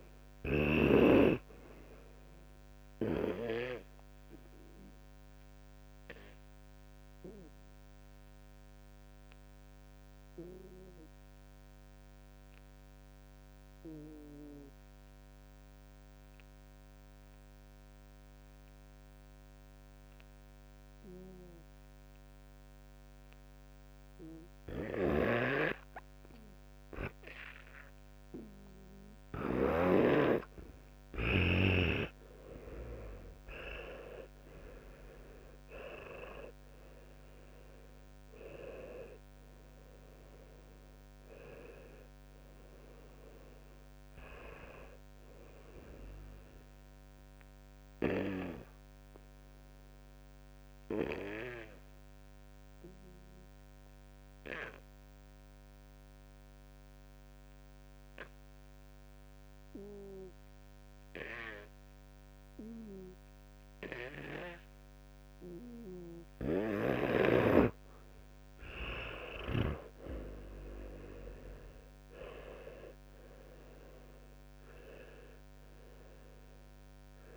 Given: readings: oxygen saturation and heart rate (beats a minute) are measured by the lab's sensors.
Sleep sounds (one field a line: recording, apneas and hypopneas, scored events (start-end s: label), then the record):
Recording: breathing in sleep by a microphone on the trachea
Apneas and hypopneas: 2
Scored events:
0.00-14.50 s: oxygen desaturation (device-marked, oxygen 91% lowest, heart rate 58 extreme)
2.50-31.00 s: obstructive apnea (oxygen 98% before, 89% lowest, heart rate 70 before, 58 extreme)
16.50-29.50 s: oxygen desaturation (device-marked, oxygen 92% before, 89% lowest, heart rate 82 before, 68 extreme)
25.00-31.50 s: snoring (device-marked)
32.50-36.00 s: arousal
36.50-59.50 s: oxygen desaturation (device-marked, oxygen 98% before, 90% lowest, heart rate 81 before, 50 extreme)
47.00-67.00 s: obstructive apnea (oxygen 98% before, 90% lowest, heart rate 98 before, 50 extreme, up 56 after)
69.00-72.00 s: arousal
From the record:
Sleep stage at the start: N2 (light sleep)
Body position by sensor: on the back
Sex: male